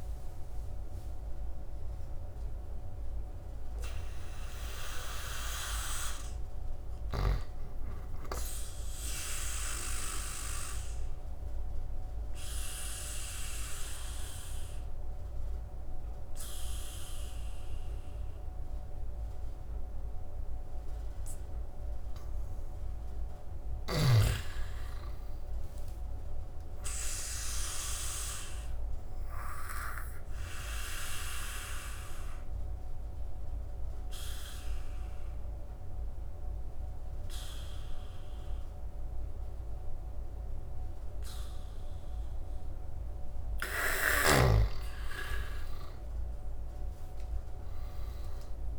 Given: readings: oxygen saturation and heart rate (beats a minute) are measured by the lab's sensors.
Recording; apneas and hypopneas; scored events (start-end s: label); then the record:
breathing in sleep by a room microphone; 2
0.00-12.50 s: oxygen desaturation (device-marked, oxygen 86% lowest, heart rate 70 extreme)
1.00-21.00 s: obstructive apnea (oxygen 98% before, 81% lowest, heart rate 73 before, 70 extreme, up 15 after)
19.50-26.50 s: oxygen desaturation (device-marked, oxygen 87% before, 81% lowest, heart rate 80 before, 72 extreme)
23.00-26.00 s: arousal
28.00-43.50 s: obstructive apnea (oxygen 95% before, 87% lowest, heart rate 77 before, 72 extreme, up 13 after)
41.50-46.50 s: oxygen desaturation (device-marked, oxygen 97% before, 93% lowest, heart rate 78 before, 71 extreme)
45.00-48.50 s: arousal
From the record:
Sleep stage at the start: N2 (light sleep); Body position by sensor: on the back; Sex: male